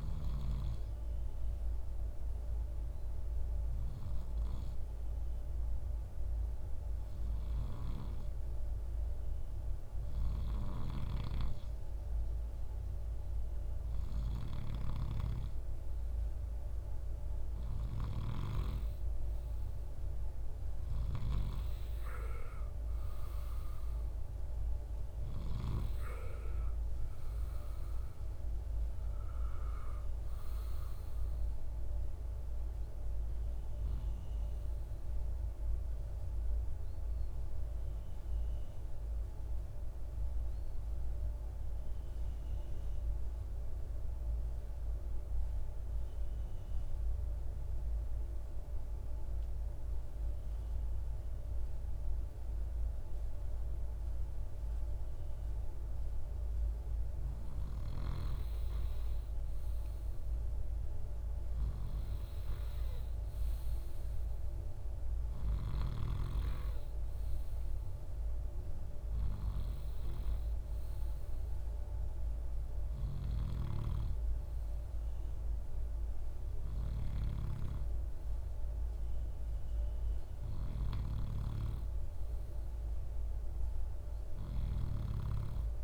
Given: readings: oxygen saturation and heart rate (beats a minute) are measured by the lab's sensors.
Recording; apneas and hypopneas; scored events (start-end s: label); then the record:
breathing in sleep by a room microphone; 2
1.00-13.50 s: hypopnea (oxygen 96% before, 92% lowest, heart rate 60 before, 56 extreme, up 9 after)
14.50-17.50 s: arousal
16.00-45.00 s: oxygen desaturation (device-marked, oxygen 96% before, 92% lowest, heart rate 59 before, 54 extreme)
43.00-57.00 s: obstructive apnea (oxygen 95% before, 92% lowest, heart rate 64 before, 56 extreme, up 10 after)
59.50-63.50 s: arousal
63.00-81.00 s: oxygen desaturation (device-marked, oxygen 97% before, 92% lowest, heart rate 58 before, 59 extreme)
80.00-84.00 s: snoring (device-marked)
From the record:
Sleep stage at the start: N2 (light sleep); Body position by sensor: on the right side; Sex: male